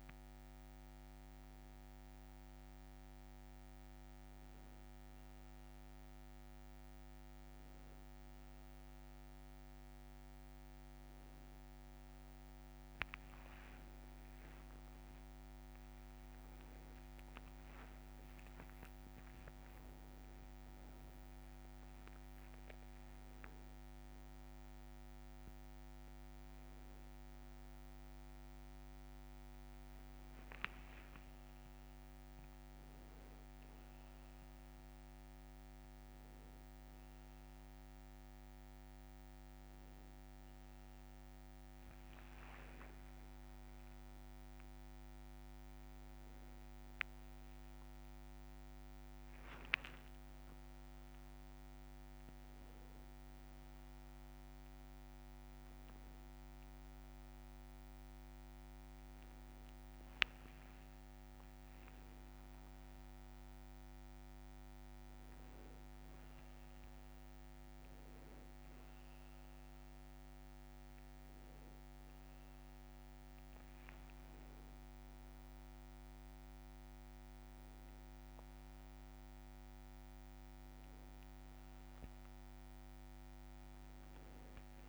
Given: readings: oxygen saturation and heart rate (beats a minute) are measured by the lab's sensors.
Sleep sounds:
a person awake in a sleep study, hard to hear, by a microphone on the trachea; none
15.00-17.00 s: long interval between heartbeats (device-marked, heart rate 64 before, 82 extreme)
26.50-28.50 s: long interval between heartbeats (device-marked, heart rate 70 before, 74 extreme)
29.50-31.50 s: long interval between heartbeats (device-marked, heart rate 72 before, 82 extreme)
41.50-48.50 s: tachycardia (device-marked, heart rate 79 before, 140 extreme)
42.00-44.00 s: long interval between heartbeats (device-marked, heart rate 71 before, 70 extreme)
46.00-48.00 s: long interval between heartbeats (device-marked, heart rate 76 before, 129 extreme)
54.50-59.50 s: tachycardia (device-marked, heart rate 81 before, 102 extreme)
56.50-58.50 s: long interval between heartbeats (device-marked, heart rate 89 before, 87 extreme)
63.50-65.50 s: long interval between heartbeats (device-marked, heart rate 100 before, 85 extreme)
82.50-84.50 s: long interval between heartbeats (device-marked, heart rate 75 before, 74 extreme)
From the record:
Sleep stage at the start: awake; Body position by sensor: on the back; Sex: male

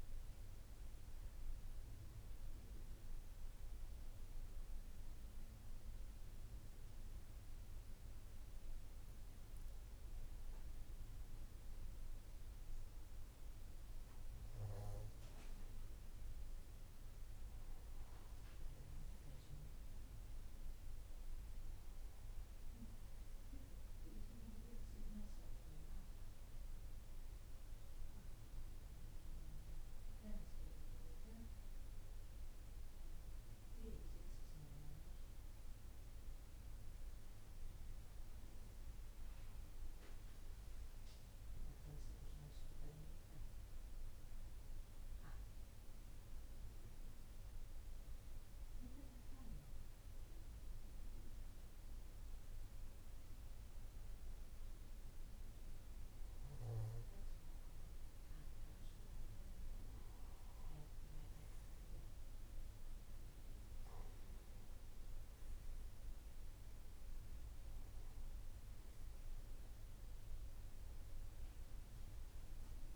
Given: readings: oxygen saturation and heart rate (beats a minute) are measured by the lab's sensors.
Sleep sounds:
breathing in sleep, hard to hear, by a room microphone; 2
0.00-10.50 s: oxygen desaturation (device-marked, oxygen 93% lowest, heart rate 53 extreme)
2.00-14.50 s: hypopnea (oxygen 99% before, 93% lowest, heart rate 57 before, 53 extreme, up 6 after)
17.50-72.96 s: new sleep stage, N2 (light sleep)
43.50-57.00 s: hypopnea (oxygen 97% before, 93% lowest, heart rate 60 before, 54 extreme, up 4 after)
62.50-72.96 s: oxygen desaturation (device-marked, oxygen 96% before, 93% lowest, heart rate 57 before, 54 extreme)
From the record:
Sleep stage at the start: N1 (lightest sleep); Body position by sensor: on the back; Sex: male

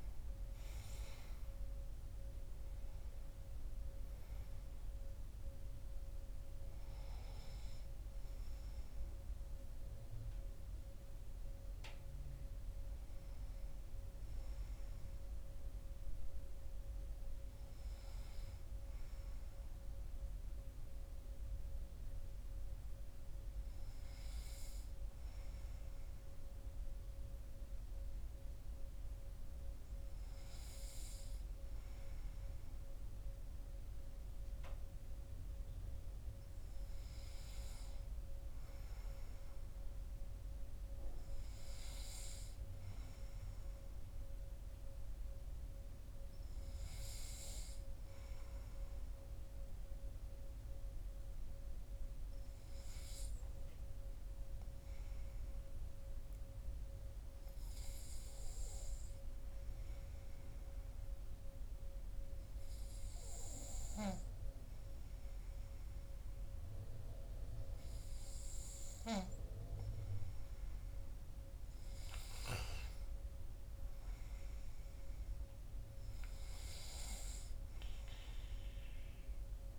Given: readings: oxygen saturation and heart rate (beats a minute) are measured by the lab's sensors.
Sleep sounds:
breathing in sleep, hard to hear, by a room microphone; 1
50.00-66.00 s: hypopnea (oxygen 98% before, 95% lowest, heart rate 52 before, 51 extreme, up 7 after)
70.00-72.50 s: arousal
From the record:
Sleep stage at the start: N2 (light sleep); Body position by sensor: on the back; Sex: male

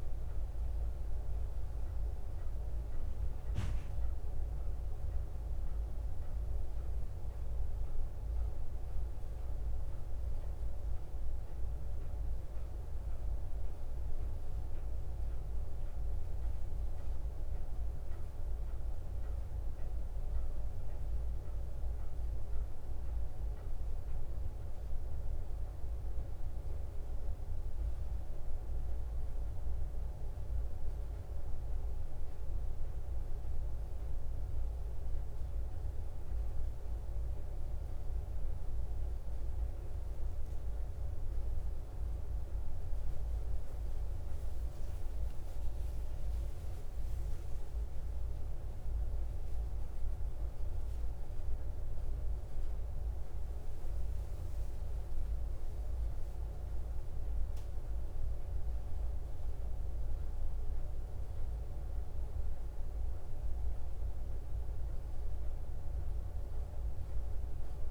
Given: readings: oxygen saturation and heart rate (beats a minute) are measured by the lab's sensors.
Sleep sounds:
breathing in sleep, hard to hear, by a room microphone; none
none scored
From the record:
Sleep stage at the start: N2 (light sleep); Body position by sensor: on the back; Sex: female

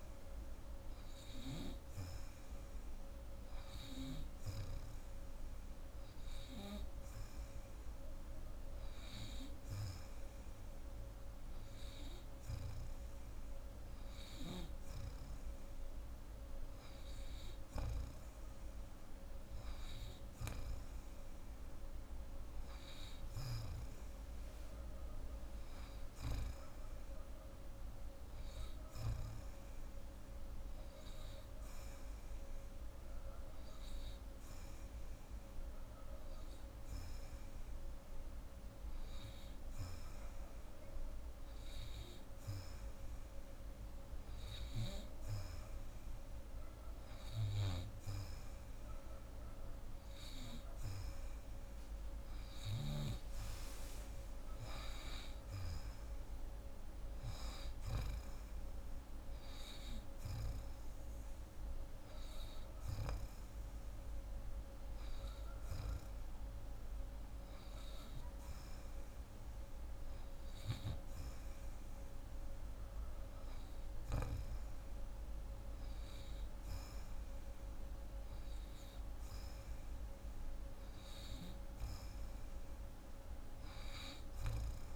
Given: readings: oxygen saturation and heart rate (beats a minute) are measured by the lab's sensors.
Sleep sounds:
breathing in sleep by a room microphone; none
none scored
From the record:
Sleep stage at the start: N2 (light sleep); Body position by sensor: on the right side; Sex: female

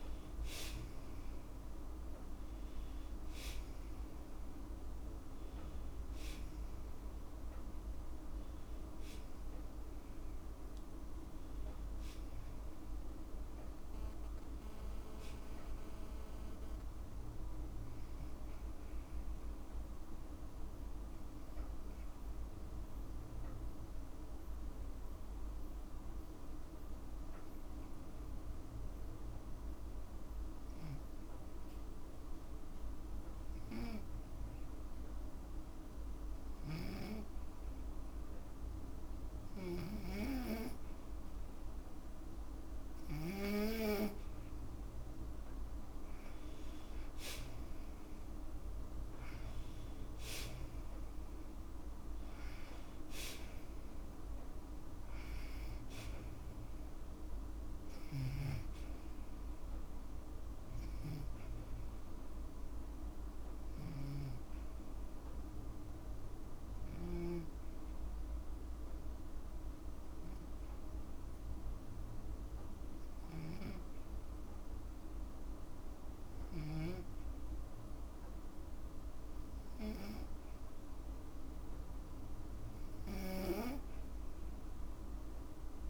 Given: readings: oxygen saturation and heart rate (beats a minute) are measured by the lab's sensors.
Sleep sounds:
breathing in sleep by a room microphone; 2
21.00-35.50 s: obstructive apnea (oxygen 97% before, 91% lowest, heart rate 54 before, 51 extreme, up 2 after)
22.00-35.00 s: oxygen desaturation (device-marked, oxygen 97% before, 92% lowest, heart rate 53 before, 51 extreme)
35.50-39.00 s: snoring (device-marked)
39.00-42.00 s: arousal
63.00-66.50 s: snoring (device-marked)
66.50-81.00 s: obstructive apnea (oxygen 97% before, 91% lowest, heart rate 55 before, 53 extreme, up 1 after)
67.00-85.00 s: oxygen desaturation (device-marked, oxygen 95% before, 91% lowest, heart rate 55 before, 53 extreme)
72.50-76.00 s: snoring (device-marked)
83.50-85.89 s: arousal
From the record:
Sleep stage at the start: N2 (light sleep); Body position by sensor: on the back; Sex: female

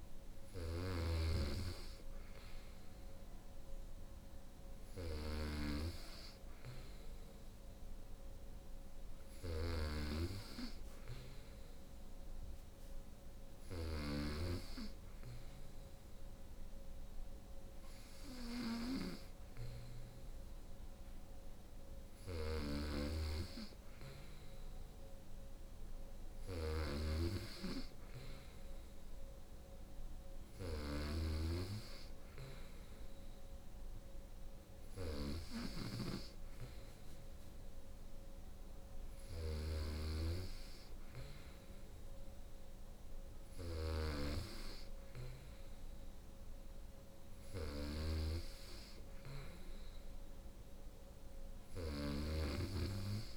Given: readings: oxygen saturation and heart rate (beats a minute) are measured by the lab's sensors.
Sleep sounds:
breathing in sleep by a room microphone; none
0.00-53.37 s: snoring (device-marked)
36.00-53.37 s: new sleep stage, N3 (deep sleep)
From the record:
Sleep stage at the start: N2 (light sleep); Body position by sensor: on the right side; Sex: female

